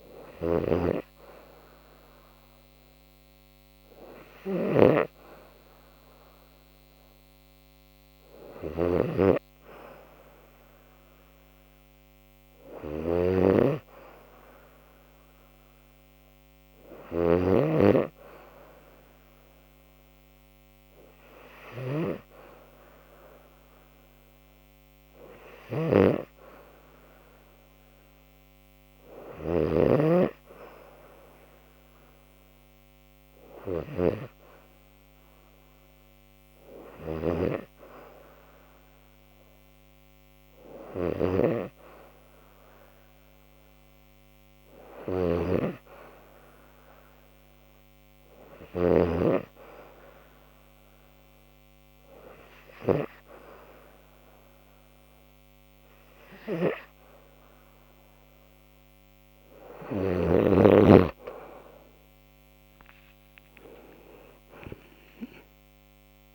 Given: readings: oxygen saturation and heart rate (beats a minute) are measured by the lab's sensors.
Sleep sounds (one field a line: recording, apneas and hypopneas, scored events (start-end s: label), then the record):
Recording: breathing in sleep by a microphone on the trachea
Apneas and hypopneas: 1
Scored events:
0.00-4.50 s: snoring (device-marked)
41.50-45.00 s: arousal
47.00-59.50 s: hypopnea (oxygen 95% before, 93% lowest, heart rate 73 before, 68 extreme, up 14 after)
61.50-64.50 s: arousal
From the record:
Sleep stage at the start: N2 (light sleep)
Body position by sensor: on the back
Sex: female